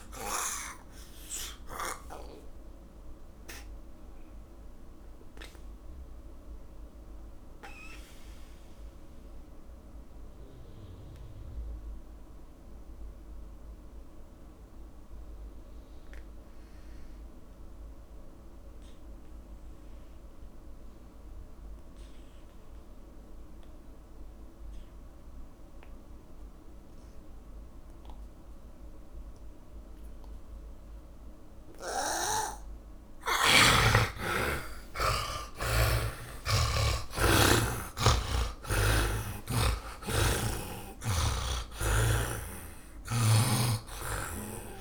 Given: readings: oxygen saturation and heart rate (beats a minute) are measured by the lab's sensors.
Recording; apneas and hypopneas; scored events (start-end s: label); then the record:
breathing in sleep by a room microphone; 1
0.00-19.50 s: oxygen desaturation (device-marked, oxygen 78% lowest)
2.50-33.00 s: mixed apnea (oxygen 100% before, 76% lowest)
26.50-44.81 s: oxygen desaturation (device-marked, oxygen 100% before, 76% lowest)
34.50-40.00 s: arousal
From the record:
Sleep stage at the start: N2 (light sleep); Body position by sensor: on the back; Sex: male